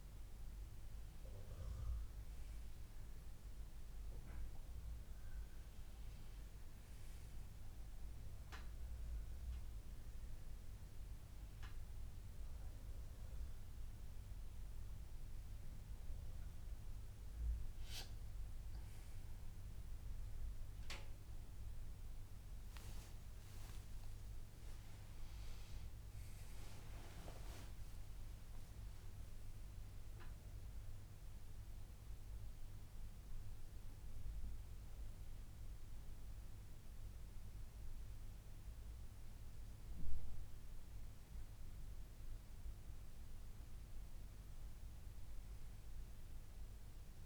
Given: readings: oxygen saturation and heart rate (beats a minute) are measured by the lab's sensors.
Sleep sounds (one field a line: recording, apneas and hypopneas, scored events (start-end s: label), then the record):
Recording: a person awake in a sleep study, by a room microphone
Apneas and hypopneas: none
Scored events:
none scored
From the record:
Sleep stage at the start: awake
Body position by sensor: on the back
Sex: male